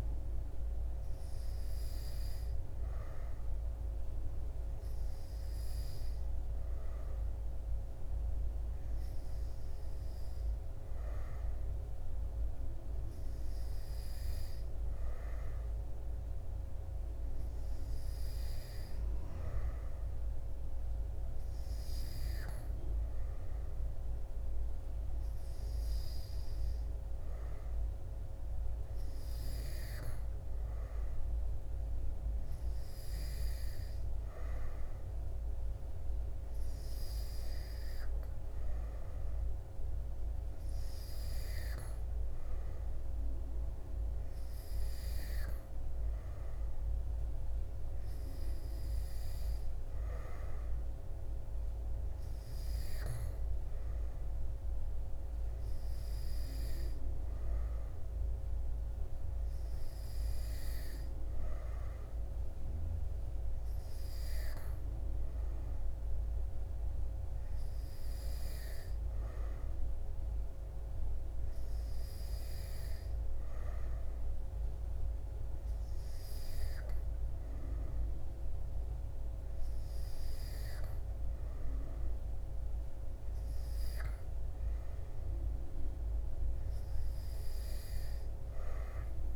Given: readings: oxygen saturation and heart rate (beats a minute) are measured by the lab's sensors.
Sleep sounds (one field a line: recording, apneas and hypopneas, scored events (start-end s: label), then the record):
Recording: breathing in sleep, hard to hear, by a room microphone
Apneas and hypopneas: none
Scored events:
none scored
From the record:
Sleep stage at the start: N2 (light sleep)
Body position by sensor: on the back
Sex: male